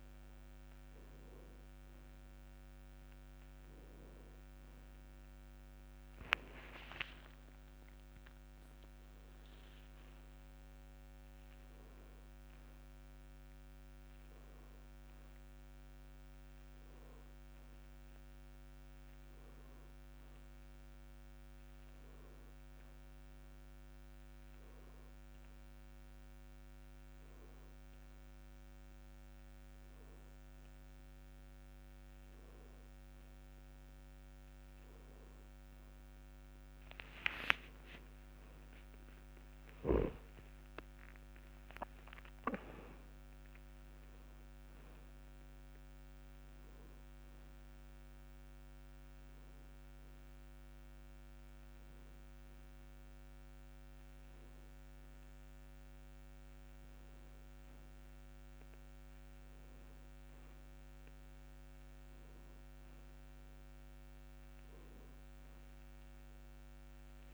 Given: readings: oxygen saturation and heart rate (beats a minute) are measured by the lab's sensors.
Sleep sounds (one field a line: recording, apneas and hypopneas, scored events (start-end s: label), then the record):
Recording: a person awake in a sleep study, hard to hear, by a microphone on the trachea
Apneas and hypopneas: none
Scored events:
none scored
From the record:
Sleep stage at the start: awake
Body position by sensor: on the back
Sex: male